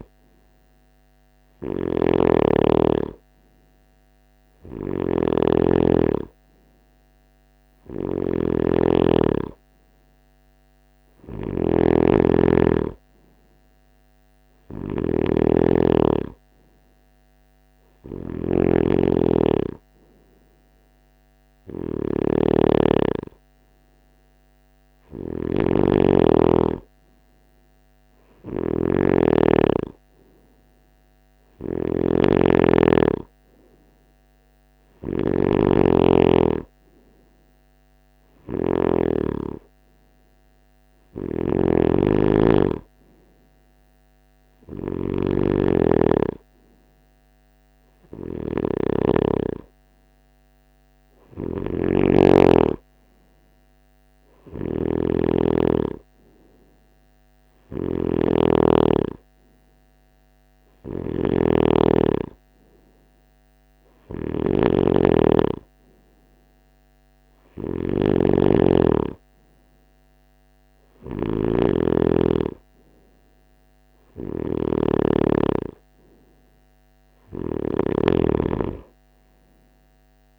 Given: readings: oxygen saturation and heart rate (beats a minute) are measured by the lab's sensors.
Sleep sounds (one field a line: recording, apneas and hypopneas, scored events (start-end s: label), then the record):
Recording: breathing in sleep by a microphone on the trachea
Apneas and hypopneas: none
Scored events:
0.00-80.39 s: snoring (device-marked)
From the record:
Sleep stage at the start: N3 (deep sleep)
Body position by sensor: on the right side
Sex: male